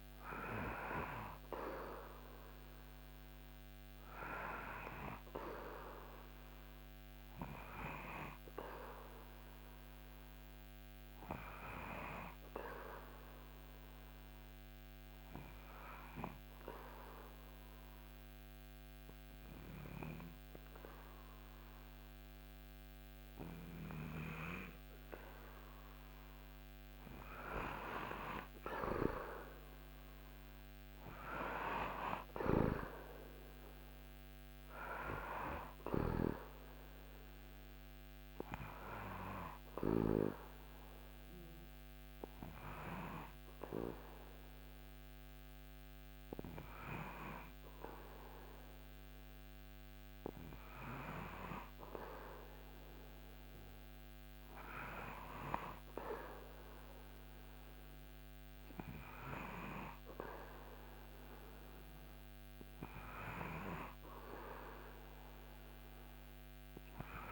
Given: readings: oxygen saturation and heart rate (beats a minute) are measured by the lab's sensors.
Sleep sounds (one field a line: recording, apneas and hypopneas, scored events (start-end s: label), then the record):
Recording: breathing in sleep by a microphone on the trachea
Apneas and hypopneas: 1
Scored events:
15.00-26.50 s: obstructive apnea (oxygen 99% before, 93% lowest, heart rate 79 before, 75 extreme, up 2 after)
29.00-33.00 s: arousal
29.50-50.50 s: oxygen desaturation (device-marked, oxygen 97% before, 93% lowest, heart rate 79 before, 75 extreme)
From the record:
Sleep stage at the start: N2 (light sleep)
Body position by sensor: on the back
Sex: male